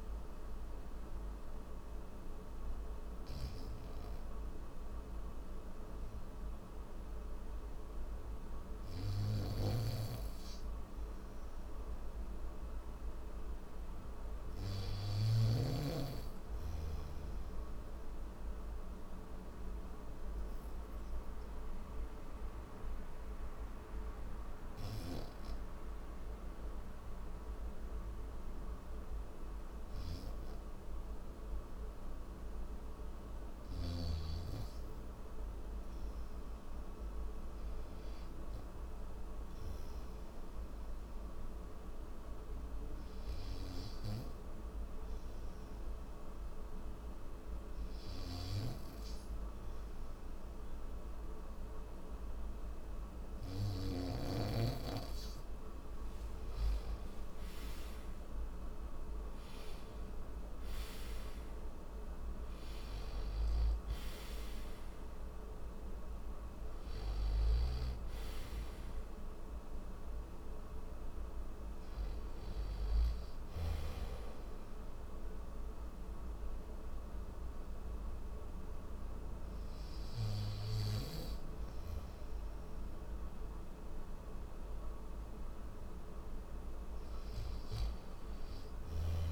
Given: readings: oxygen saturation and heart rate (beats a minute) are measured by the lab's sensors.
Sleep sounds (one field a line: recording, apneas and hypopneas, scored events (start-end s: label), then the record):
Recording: breathing in sleep by a room microphone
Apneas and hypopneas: none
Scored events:
9.00-15.00 s: snoring (device-marked)
43.00-61.00 s: oxygen desaturation (device-marked, oxygen 93% before, 85% lowest, heart rate 65 before, 64 extreme)
63.00-72.50 s: snoring (device-marked)
From the record:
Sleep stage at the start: N3 (deep sleep)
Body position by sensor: on the back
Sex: male